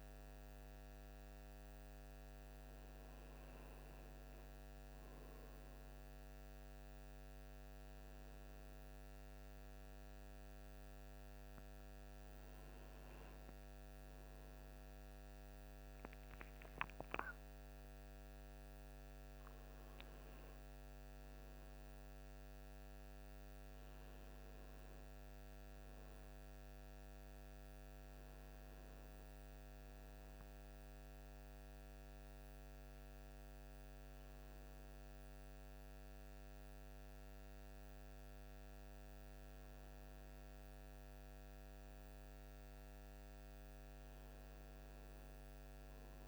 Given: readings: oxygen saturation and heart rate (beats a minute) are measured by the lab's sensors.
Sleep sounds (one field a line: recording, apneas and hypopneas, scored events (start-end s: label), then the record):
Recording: breathing in sleep, hard to hear, by a microphone on the trachea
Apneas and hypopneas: none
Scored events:
none scored
From the record:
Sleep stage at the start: N1 (lightest sleep)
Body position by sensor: on the right side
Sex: male